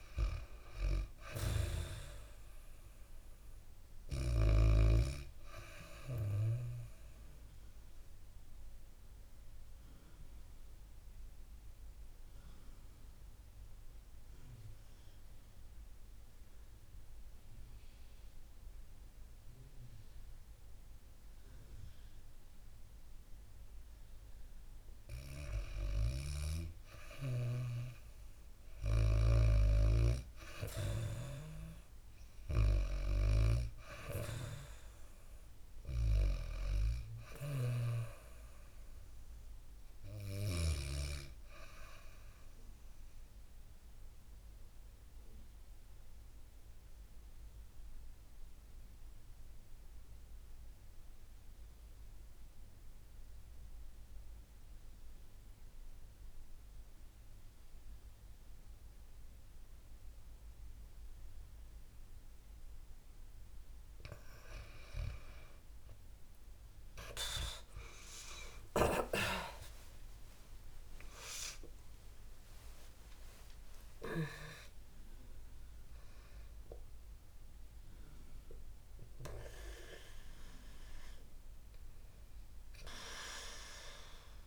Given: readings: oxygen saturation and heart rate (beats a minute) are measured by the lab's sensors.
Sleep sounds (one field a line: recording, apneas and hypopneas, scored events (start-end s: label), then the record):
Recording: breathing in sleep by a room microphone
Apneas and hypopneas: 2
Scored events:
3.00-15.00 s: oxygen desaturation (device-marked, oxygen 97% before, 93% lowest, heart rate 69 before, 67 extreme)
7.50-24.00 s: obstructive apnea (oxygen 97% before, 88% lowest, heart rate 70 before, 67 extreme, up 1 after)
26.00-48.00 s: oxygen desaturation (device-marked, oxygen 97% before, 90% lowest, heart rate 68 before, 57 extreme)
26.50-30.00 s: arousal
36.50-40.00 s: snoring (device-marked)
42.00-63.00 s: obstructive apnea (oxygen 97% before, 88% lowest, heart rate 69 before, 57 extreme, up 56 after)
59.00-76.00 s: oxygen desaturation (device-marked, oxygen 96% before, 90% lowest, heart rate 72 before, 57 extreme)
60.00-63.00 s: bradycardia (device-marked, heart rate 70 before, 64 extreme)
67.00-73.50 s: arousal
From the record:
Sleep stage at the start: N2 (light sleep)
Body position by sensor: on the back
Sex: female